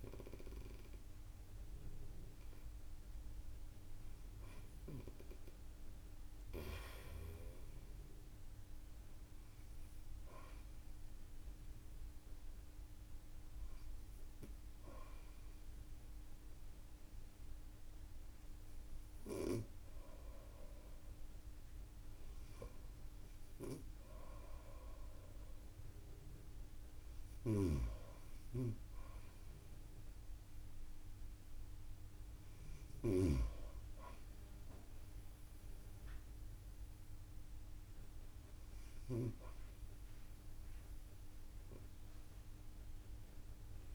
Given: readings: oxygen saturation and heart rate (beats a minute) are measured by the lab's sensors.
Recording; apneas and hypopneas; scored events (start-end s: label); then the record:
breathing in sleep by a room microphone; none
1.50-6.00 s: arousal
27.00-33.00 s: snoring (device-marked)
From the record:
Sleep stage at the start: N2 (light sleep); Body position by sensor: on the front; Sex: female